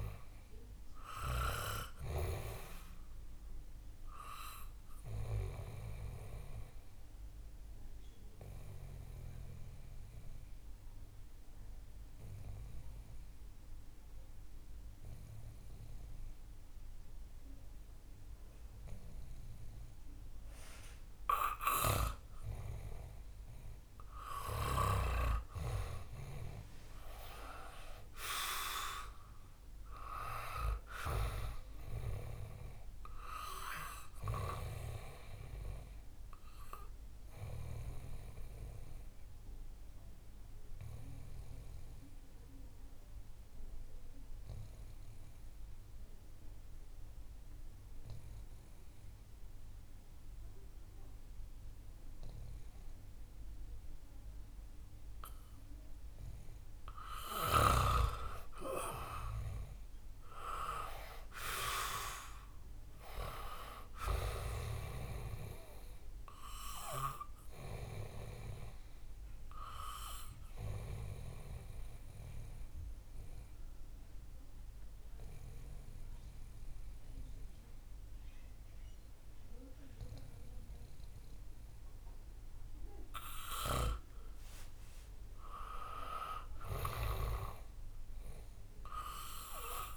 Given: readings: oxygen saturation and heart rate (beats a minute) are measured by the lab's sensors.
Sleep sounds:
breathing in sleep by a room microphone; 3
0.00-19.50 s: oxygen desaturation (device-marked, oxygen 90% lowest, heart rate 61 extreme)
4.00-23.50 s: obstructive apnea (oxygen 98% before, 88% lowest, heart rate 67 before, 61 extreme, up 7 after)
25.00-28.00 s: arousal
33.50-52.50 s: oxygen desaturation (device-marked, oxygen 97% before, 90% lowest, heart rate 68 before, 60 extreme)
36.00-55.50 s: obstructive apnea (oxygen 98% before, 88% lowest, heart rate 69 before, 60 extreme, up 4 after)
59.00-62.50 s: arousal
63.50-85.50 s: oxygen desaturation (device-marked, oxygen 98% before, 88% lowest, heart rate 67 before, 60 extreme)
69.50-84.50 s: obstructive apnea (oxygen 98% before, 88% lowest, heart rate 68 before, 60 extreme, up 12 after)
85.50-89.96 s: arousal
From the record:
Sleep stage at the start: N2 (light sleep); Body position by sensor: on the back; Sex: male

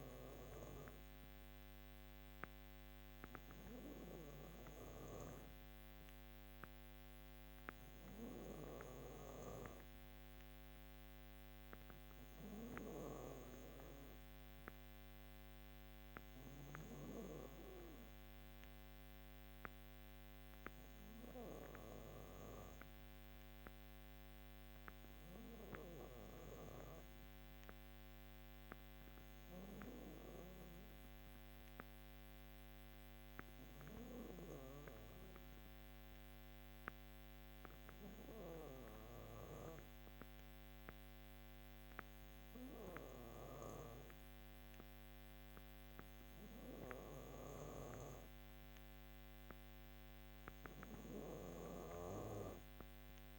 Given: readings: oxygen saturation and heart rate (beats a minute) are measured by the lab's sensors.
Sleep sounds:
breathing in sleep by a microphone on the trachea; none
50.50-53.39 s: snoring (device-marked)
From the record:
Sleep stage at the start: N2 (light sleep); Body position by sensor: on the back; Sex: female

